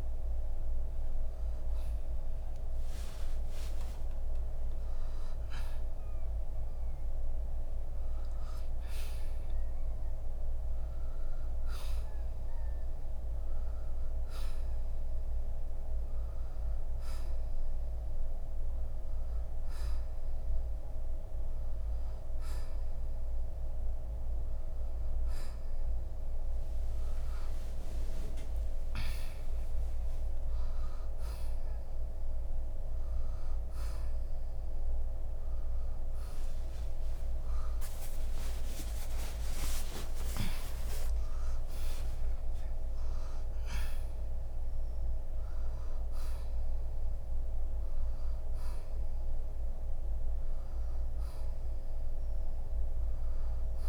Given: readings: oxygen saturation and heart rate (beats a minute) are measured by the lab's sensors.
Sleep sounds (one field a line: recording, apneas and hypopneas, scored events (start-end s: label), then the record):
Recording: a person awake in a sleep study, hard to hear, by a room microphone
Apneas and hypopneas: none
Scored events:
27.50-34.50 s: oxygen desaturation (device-marked, oxygen 95% before, 90% lowest, heart rate 70 before, 88 extreme)
37.00-41.50 s: arousal
From the record:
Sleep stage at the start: awake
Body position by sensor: on the right side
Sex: male